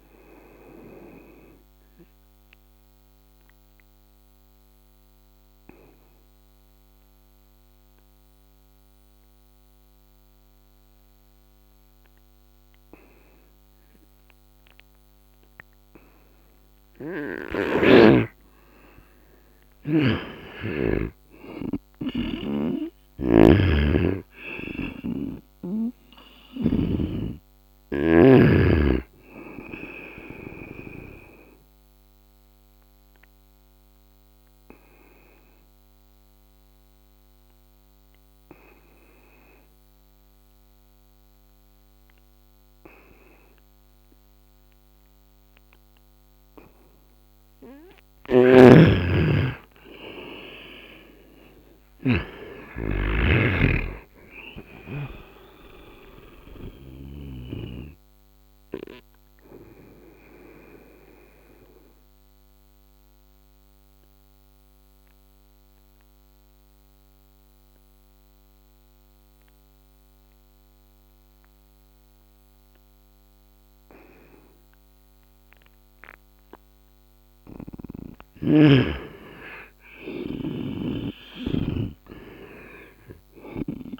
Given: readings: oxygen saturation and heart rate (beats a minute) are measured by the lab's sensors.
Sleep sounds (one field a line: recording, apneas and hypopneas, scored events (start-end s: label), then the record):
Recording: breathing in sleep by a microphone on the trachea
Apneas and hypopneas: 3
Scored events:
0.50-18.00 s: obstructive apnea (oxygen 95% before, 87% lowest, heart rate 76 before, 70 extreme, up 11 after)
11.50-24.50 s: oxygen desaturation (device-marked, oxygen 96% before, 88% lowest, heart rate 75 before, 70 extreme)
17.00-20.50 s: snoring (device-marked)
20.50-25.50 s: arousal
22.50-26.50 s: snoring (device-marked)
31.00-46.00 s: obstructive apnea (oxygen 96% before, 87% lowest, heart rate 76 before, 69 extreme, up 9 after)
39.50-51.50 s: oxygen desaturation (device-marked, oxygen 94% before, 87% lowest, heart rate 77 before, 69 extreme)
47.50-54.50 s: snoring (device-marked)
50.00-54.50 s: arousal
59.00-77.00 s: obstructive apnea (oxygen 97% before, 85% lowest, heart rate 75 before, 68 extreme, up 10 after)
76.50-83.50 s: oxygen desaturation (device-marked, oxygen 95% before, 92% lowest, heart rate 74 before, 68 extreme)
79.50-84.00 s: arousal
80.00-84.00 s: snoring (device-marked)
From the record:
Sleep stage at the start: N2 (light sleep)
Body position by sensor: on the right side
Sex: male